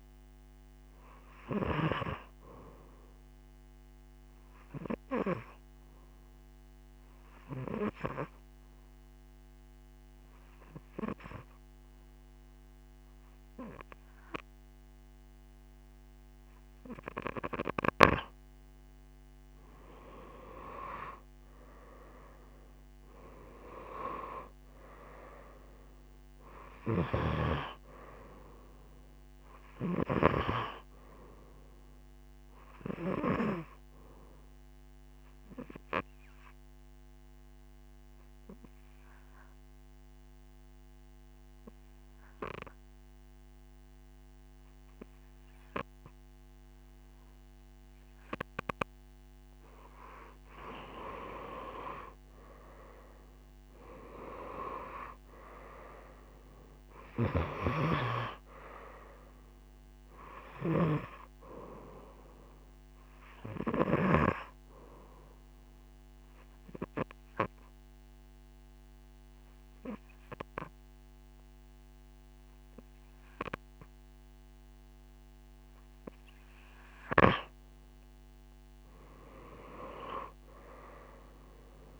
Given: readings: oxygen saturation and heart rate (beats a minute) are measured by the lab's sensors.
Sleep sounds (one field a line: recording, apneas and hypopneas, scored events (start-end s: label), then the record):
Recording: breathing in sleep by a microphone on the trachea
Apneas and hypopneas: 3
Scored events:
0.00-15.00 s: oxygen desaturation (device-marked, oxygen 86% lowest)
3.50-17.50 s: obstructive apnea (oxygen 94% before, 86% lowest)
20.50-25.00 s: arousal
26.50-30.00 s: snoring (device-marked)
28.00-44.00 s: oxygen desaturation (device-marked, oxygen 98% before, 90% lowest)
33.50-48.00 s: obstructive apnea (oxygen 99% before, 90% lowest)
51.00-54.50 s: arousal
56.00-75.00 s: oxygen desaturation (device-marked, oxygen 96% before, 90% lowest)
57.50-64.00 s: snoring (device-marked)
62.00-76.00 s: obstructive apnea (oxygen 96% before, 87% lowest)
79.00-82.00 s: arousal
From the record:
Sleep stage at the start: N2 (light sleep)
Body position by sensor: on the right side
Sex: female